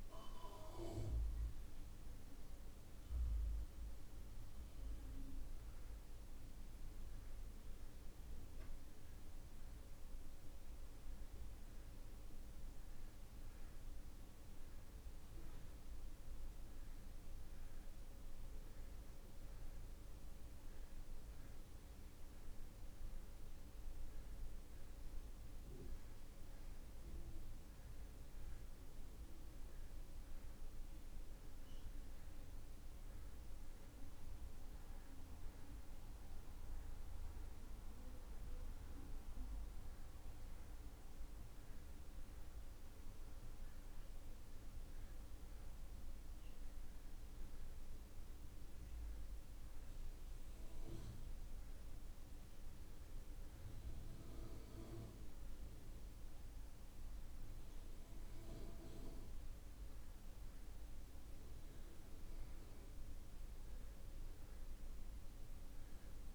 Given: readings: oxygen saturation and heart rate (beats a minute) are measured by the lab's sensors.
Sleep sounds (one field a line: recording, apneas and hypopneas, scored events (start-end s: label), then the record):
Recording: breathing in sleep, hard to hear, by a room microphone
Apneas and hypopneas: none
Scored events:
none scored
From the record:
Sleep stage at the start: N2 (light sleep)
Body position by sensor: on the back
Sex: male